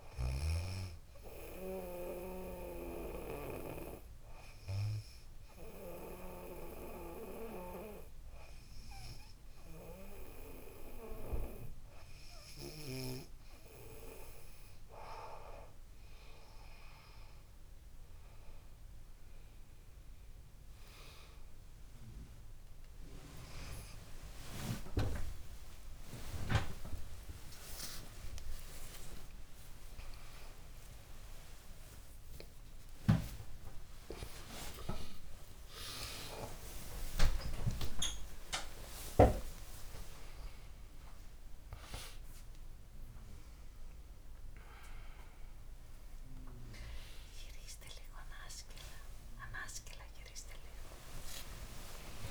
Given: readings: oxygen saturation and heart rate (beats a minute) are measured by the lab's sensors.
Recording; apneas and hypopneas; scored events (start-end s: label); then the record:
a person awake in a sleep study, by a room microphone; none
23.50-25.50 s: long interval between heartbeats (device-marked, heart rate 75 before, 81 extreme)
25.00-30.00 s: oxygen desaturation (device-marked, oxygen 97% before, 93% lowest, heart rate 76 before, 66 extreme)
25.50-27.50 s: long interval between heartbeats (device-marked, heart rate 76 before, 119 extreme)
32.00-34.00 s: long interval between heartbeats (device-marked, heart rate 107 before, 166 extreme)
34.50-36.50 s: long interval between heartbeats (device-marked, heart rate 117 before, 175 extreme)
36.50-38.50 s: long interval between heartbeats (device-marked, heart rate 127 before, 184 extreme)
40.50-42.50 s: long interval between heartbeats (device-marked, heart rate 147 before, 107 extreme)
From the record:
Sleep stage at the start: awake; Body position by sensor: on the back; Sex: female